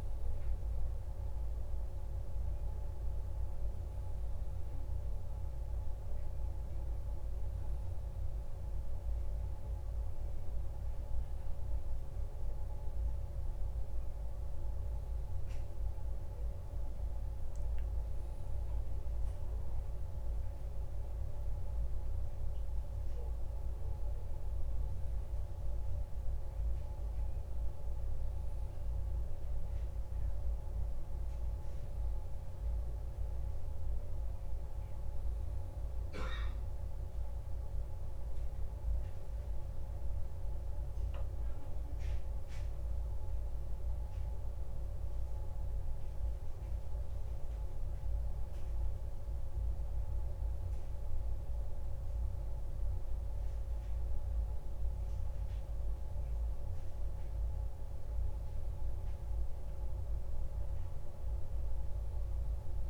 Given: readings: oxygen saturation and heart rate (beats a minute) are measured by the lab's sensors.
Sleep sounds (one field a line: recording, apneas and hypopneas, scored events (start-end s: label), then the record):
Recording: breathing in sleep, hard to hear, by a room microphone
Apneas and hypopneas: none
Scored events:
22.00-26.50 s: arousal
From the record:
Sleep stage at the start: N1 (lightest sleep)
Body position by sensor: on the back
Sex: male